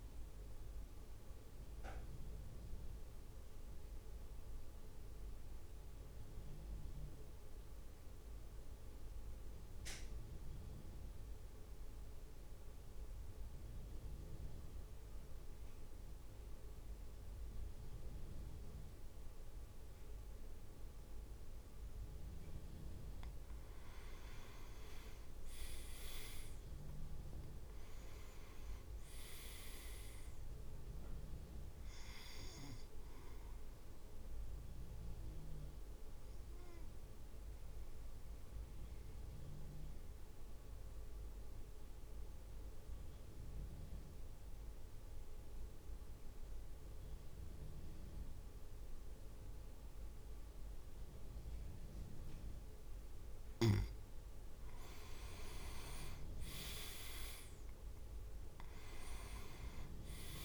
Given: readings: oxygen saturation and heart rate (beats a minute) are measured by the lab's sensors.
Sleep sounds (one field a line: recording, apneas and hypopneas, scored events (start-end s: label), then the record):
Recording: breathing in sleep by a room microphone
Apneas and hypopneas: 2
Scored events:
0.00-1.00 s: drop in pulse transit time (device-marked, heart rate 54 extreme)
3.50-22.50 s: mixed apnea (oxygen 100% before, 94% lowest, heart rate 56 before, 50 extreme, up 6 after)
24.00-28.50 s: arousal
24.50-25.50 s: leg movement (device-marked)
26.00-37.00 s: drop in pulse transit time (device-marked, heart rate 55 before, 50 extreme)
29.00-38.00 s: oxygen desaturation (device-marked, oxygen 100% before, 96% lowest, heart rate 56 before, 50 extreme)
35.50-53.50 s: mixed apnea (oxygen 100% before, 95% lowest, heart rate 57 before, 52 extreme, up 7 after)
56.00-60.00 s: arousal
57.00-60.45 s: drop in pulse transit time (device-marked, heart rate 54 before, 53 extreme)
From the record:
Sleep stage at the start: N2 (light sleep)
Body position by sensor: on the back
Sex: male